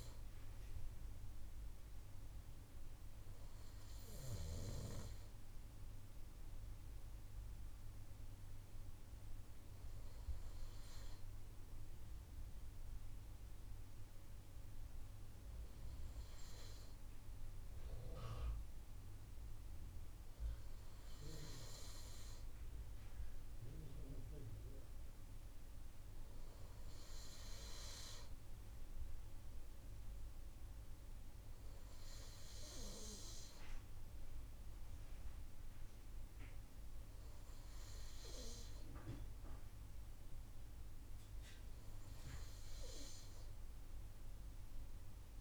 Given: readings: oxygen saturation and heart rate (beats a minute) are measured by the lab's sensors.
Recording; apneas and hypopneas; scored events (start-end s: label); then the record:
breathing in sleep by a room microphone; none
none scored
From the record:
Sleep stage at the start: N2 (light sleep); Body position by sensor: on the right side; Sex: male